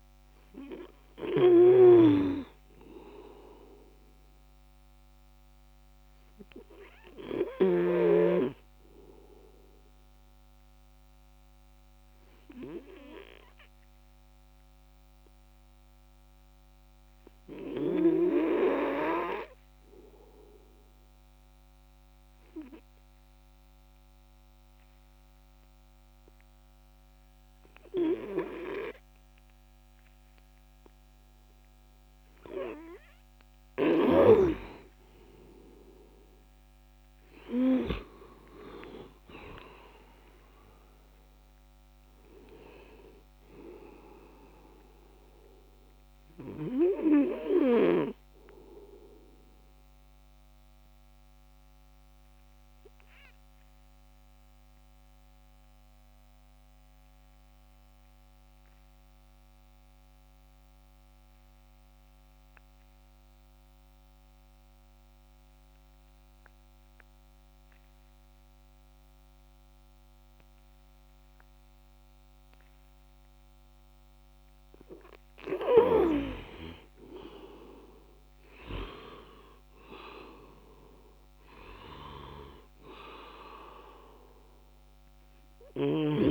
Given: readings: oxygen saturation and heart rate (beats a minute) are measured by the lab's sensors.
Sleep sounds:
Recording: breathing in sleep by a microphone on the trachea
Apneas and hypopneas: 2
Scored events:
0.00-7.50 s: snoring (device-marked)
4.50-32.50 s: obstructive apnea (oxygen 96% before, 93% lowest, heart rate 64 before, 57 extreme, up 17 after)
8.00-19.00 s: oxygen desaturation (device-marked, oxygen 96% before, 93% lowest, heart rate 67 before, 57 extreme)
35.00-38.50 s: arousal
50.00-73.50 s: obstructive apnea (oxygen 98% before, 91% lowest, heart rate 68 before, 80 extreme, up 49 after)
76.50-81.00 s: arousal
80.00-86.31 s: oxygen desaturation (device-marked, oxygen 98% before, 91% lowest, heart rate 152 before, 112 extreme)
From the record:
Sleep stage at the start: N2 (light sleep)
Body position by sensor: on the back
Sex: male

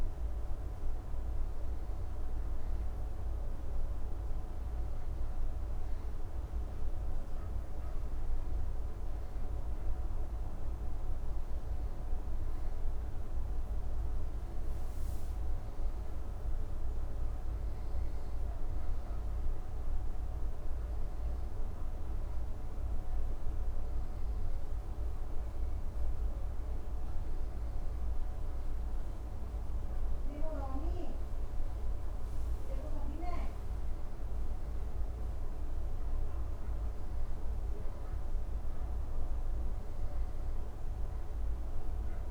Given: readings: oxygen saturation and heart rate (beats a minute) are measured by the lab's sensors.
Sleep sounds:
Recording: a person awake in a sleep study, hard to hear, by a room microphone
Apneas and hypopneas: none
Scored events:
30.00-42.31 s: new sleep stage, N1 (lightest sleep)
From the record:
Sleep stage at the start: awake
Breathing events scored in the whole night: 351 in 5.6 hours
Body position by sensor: on the back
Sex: male

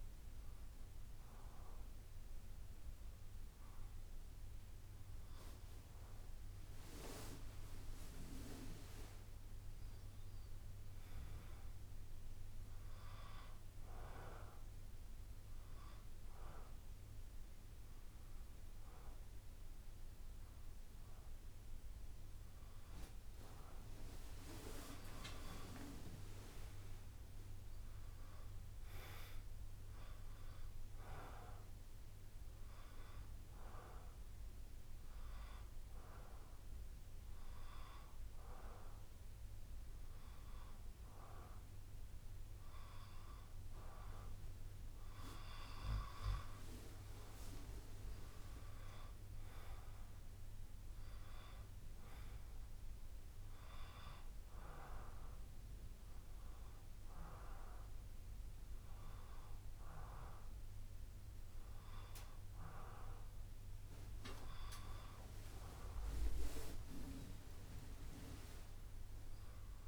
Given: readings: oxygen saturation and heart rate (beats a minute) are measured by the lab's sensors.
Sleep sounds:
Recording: breathing in sleep by a room microphone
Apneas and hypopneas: 2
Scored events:
0.00-2.00 s: drop in pulse transit time (device-marked, heart rate 65 extreme)
0.00-16.00 s: oxygen desaturation (device-marked, oxygen 93% lowest, heart rate 60 extreme)
14.50-24.50 s: hypopnea (oxygen 97% before, 93% lowest, heart rate 69 before, 60 extreme, up 16 after)
26.50-30.00 s: arousal
30.50-32.50 s: long interval between heartbeats (device-marked, heart rate 67 before, 78 extreme)
35.00-45.00 s: hypopnea (oxygen 97% before, 95% lowest, heart rate 68 before, 61 extreme, up 13 after)
47.00-56.00 s: drop in pulse transit time (device-marked, heart rate 67 before, 66 extreme)
48.50-52.00 s: arousal
66.50-68.50 s: long interval between heartbeats (device-marked, heart rate 67 before, 78 extreme)
67.00-69.87 s: drop in pulse transit time (device-marked, heart rate 67 before, 66 extreme)
68.00-69.87 s: arousal
From the record:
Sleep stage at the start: N2 (light sleep)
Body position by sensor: on the back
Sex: male

